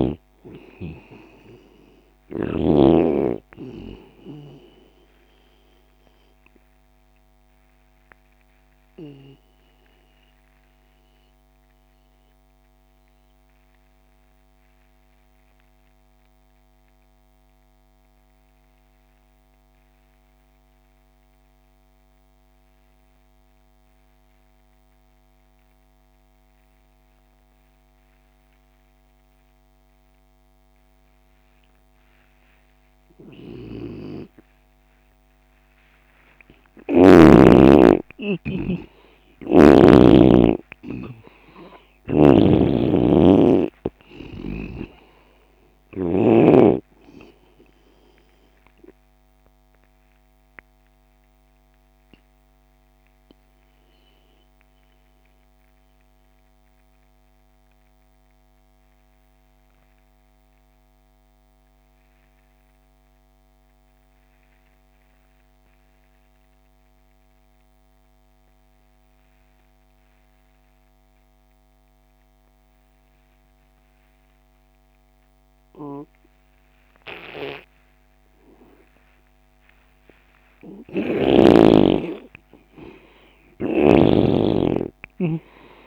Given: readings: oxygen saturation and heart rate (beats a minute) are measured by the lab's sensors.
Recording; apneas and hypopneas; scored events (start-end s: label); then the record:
breathing in sleep by a microphone on the trachea; 2
0.00-3.00 s: snoring (device-marked)
0.00-21.50 s: oxygen desaturation (device-marked, oxygen 85% lowest)
7.00-32.50 s: obstructive apnea (oxygen 98% before, 85% lowest)
36.50-72.50 s: oxygen desaturation (device-marked, oxygen 98% before, 85% lowest)
38.50-42.50 s: arousal
42.00-46.50 s: snoring (device-marked)
49.00-79.00 s: mixed apnea (oxygen 98% before, 82% lowest)
81.50-84.50 s: arousal
82.50-85.87 s: oxygen desaturation (device-marked, oxygen 98% before, 82% lowest)
83.50-85.87 s: snoring (device-marked)
From the record:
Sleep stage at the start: N2 (light sleep); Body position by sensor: on the left side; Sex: male